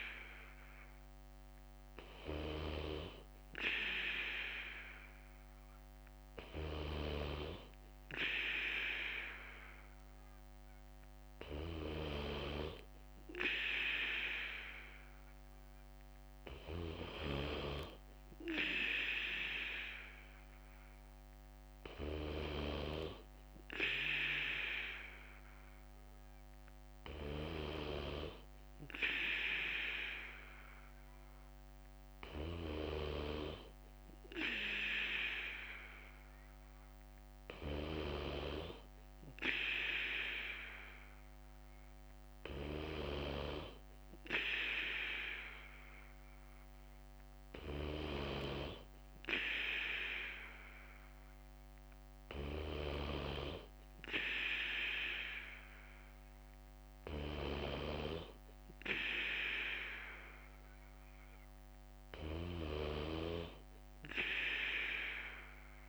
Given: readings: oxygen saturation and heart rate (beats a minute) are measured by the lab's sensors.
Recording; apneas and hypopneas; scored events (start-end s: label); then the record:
breathing in sleep by a microphone on the trachea; none
10.50-14.50 s: bradycardia (device-marked, heart rate 58 before, 59 extreme)
27.50-34.50 s: bradycardia (device-marked, heart rate 58 before, 59 extreme)
37.50-44.50 s: bradycardia (device-marked, heart rate 58 before, 59 extreme)
52.50-62.50 s: bradycardia (device-marked, heart rate 58 before, 57 extreme)
From the record:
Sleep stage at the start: N2 (light sleep); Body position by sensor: on the back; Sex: male